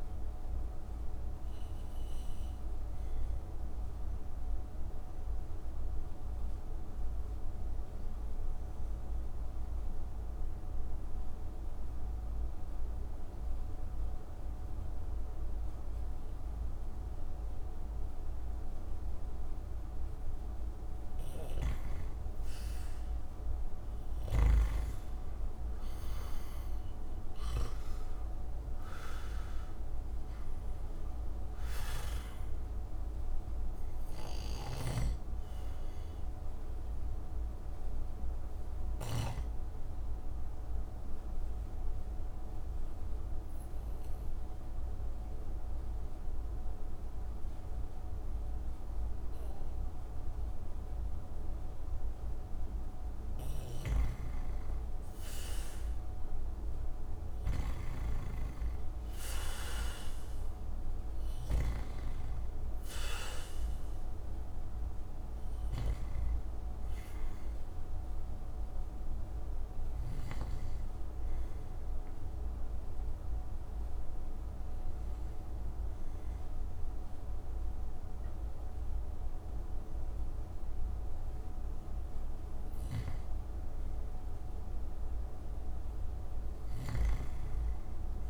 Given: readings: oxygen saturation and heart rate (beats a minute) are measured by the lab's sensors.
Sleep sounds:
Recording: breathing in sleep by a room microphone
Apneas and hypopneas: 3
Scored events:
0.00-12.00 s: oxygen desaturation (device-marked, oxygen 95% before, 90% lowest)
1.00-20.00 s: obstructive apnea (oxygen 98% before, 88% lowest)
22.00-27.00 s: arousal
28.00-52.00 s: oxygen desaturation (device-marked, oxygen 97% before, 88% lowest)
39.00-52.50 s: obstructive apnea (oxygen 98% before, 88% lowest)
55.50-58.50 s: arousal
67.00-82.00 s: oxygen desaturation (device-marked, oxygen 97% before, 90% lowest)
68.50-83.00 s: obstructive apnea (oxygen 97% before, 88% lowest)
85.00-88.00 s: arousal
From the record:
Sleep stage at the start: N2 (light sleep)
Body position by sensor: on the back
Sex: male

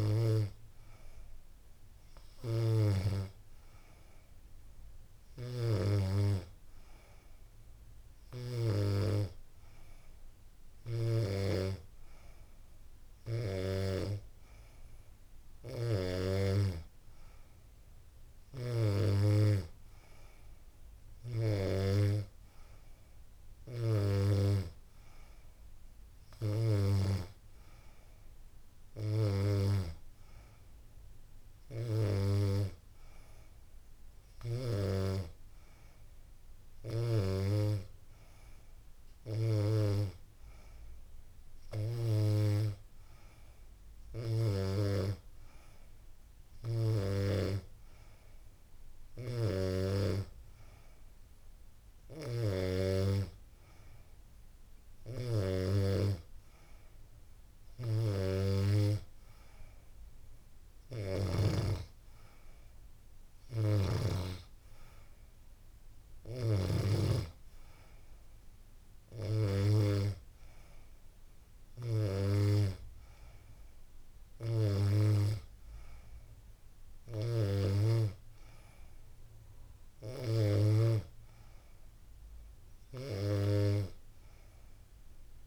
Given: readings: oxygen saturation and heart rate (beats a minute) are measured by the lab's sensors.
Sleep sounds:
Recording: breathing in sleep by a room microphone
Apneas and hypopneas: none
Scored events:
60.00-66.00 s: snoring (device-marked)
From the record:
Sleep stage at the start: N2 (light sleep)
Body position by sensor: on the back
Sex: female

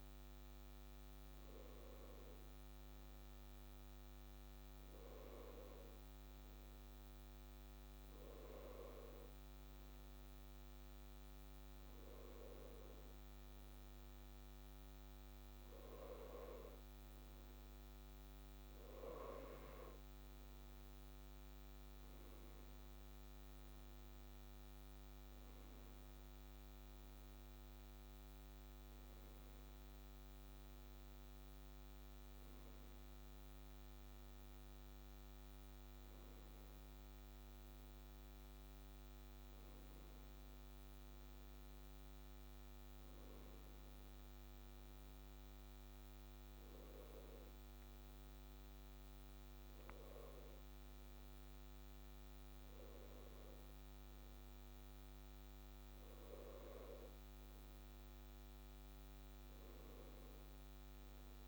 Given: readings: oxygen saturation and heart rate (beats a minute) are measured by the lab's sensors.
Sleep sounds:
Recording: breathing in sleep by a microphone on the trachea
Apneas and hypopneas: none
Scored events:
35.00-40.00 s: arousal
From the record:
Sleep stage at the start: N2 (light sleep)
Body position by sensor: on the left side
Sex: male

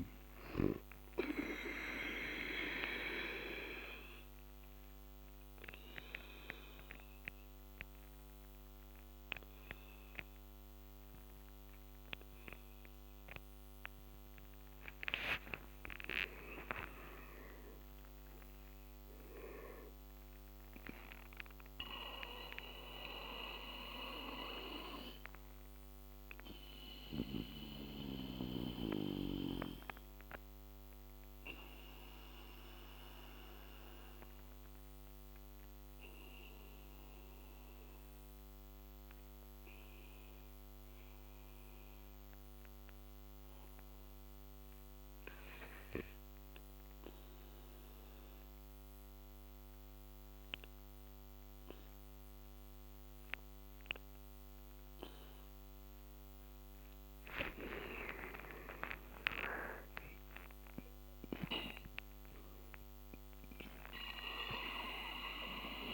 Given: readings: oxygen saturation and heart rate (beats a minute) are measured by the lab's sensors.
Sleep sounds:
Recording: breathing in sleep by a microphone on the trachea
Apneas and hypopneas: 2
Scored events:
0.00-17.00 s: oxygen desaturation (device-marked, oxygen 85% lowest, heart rate 68 extreme)
2.50-14.50 s: obstructive apnea (oxygen 99% before, 84% lowest, heart rate 77 before, 68 extreme, up 24 after)
15.00-19.50 s: arousal
16.00-18.00 s: long interval between heartbeats (device-marked, heart rate 79 before, 91 extreme)
23.00-55.00 s: obstructive apnea (oxygen 99% before, 81% lowest, heart rate 84 before, 68 extreme, up 38 after)
32.00-40.00 s: oxygen desaturation (device-marked, oxygen 98% before, 92% lowest, heart rate 86 before, 68 extreme)
57.00-61.00 s: arousal
57.00-65.94 s: oxygen desaturation (device-marked, oxygen 97% before, 89% lowest, heart rate 71 before, 73 extreme)
From the record:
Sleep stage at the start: N2 (light sleep)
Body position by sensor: on the back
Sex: male

